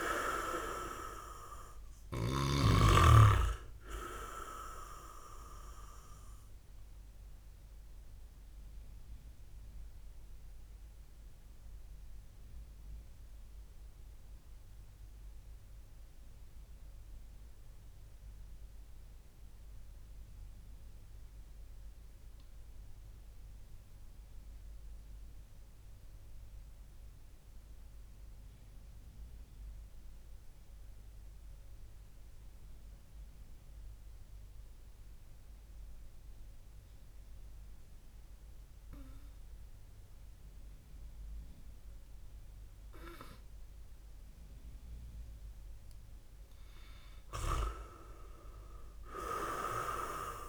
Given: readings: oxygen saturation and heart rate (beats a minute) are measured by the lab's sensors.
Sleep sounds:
breathing in sleep by a room microphone; 1
0.00-2.50 s: arousal
0.00-2.50 s: snoring (device-marked)
7.00-46.00 s: obstructive apnea (oxygen 100% before, 95% lowest, heart rate 71 before, 49 extreme)
48.00-50.49 s: arousal
48.50-50.49 s: oxygen desaturation (device-marked, oxygen 99% before, 95% lowest, heart rate 63 before, 51 extreme)
From the record:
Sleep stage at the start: N2 (light sleep); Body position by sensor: on the back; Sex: male

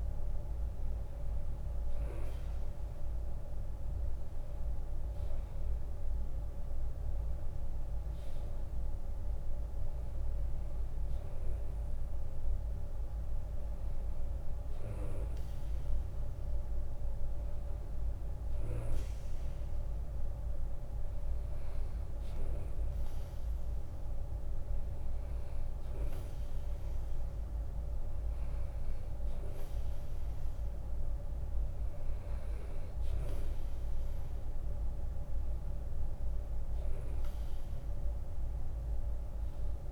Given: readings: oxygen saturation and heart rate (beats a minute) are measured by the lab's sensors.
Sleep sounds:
breathing in sleep, hard to hear, by a room microphone; none
0.00-2.00 s: oxygen desaturation (device-marked, oxygen 93% lowest, heart rate 67 extreme)
37.00-39.92 s: drop in pulse transit time (device-marked, heart rate 81 before, 74 extreme)
From the record:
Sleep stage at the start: N2 (light sleep); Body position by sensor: on the right side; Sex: male

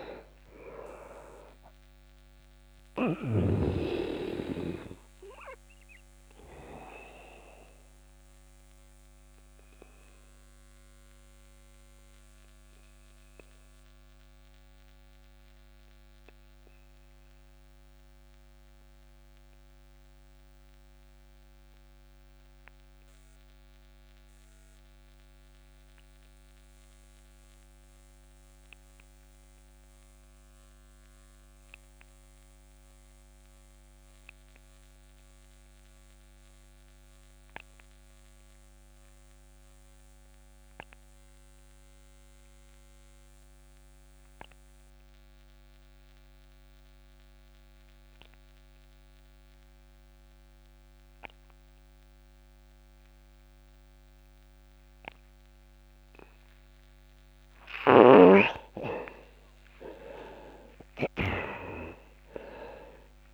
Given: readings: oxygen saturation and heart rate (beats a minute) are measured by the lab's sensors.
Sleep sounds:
breathing in sleep by a microphone on the trachea; 1
0.00-30.00 s: oxygen desaturation (device-marked, oxygen 83% lowest)
6.00-56.50 s: obstructive apnea (oxygen 98% before, 80% lowest)
43.00-63.34 s: oxygen desaturation (device-marked, oxygen 99% before, 80% lowest)
57.50-61.00 s: snoring (device-marked)
58.50-63.00 s: arousal
From the record:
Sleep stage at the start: REM sleep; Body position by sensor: on the back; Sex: male

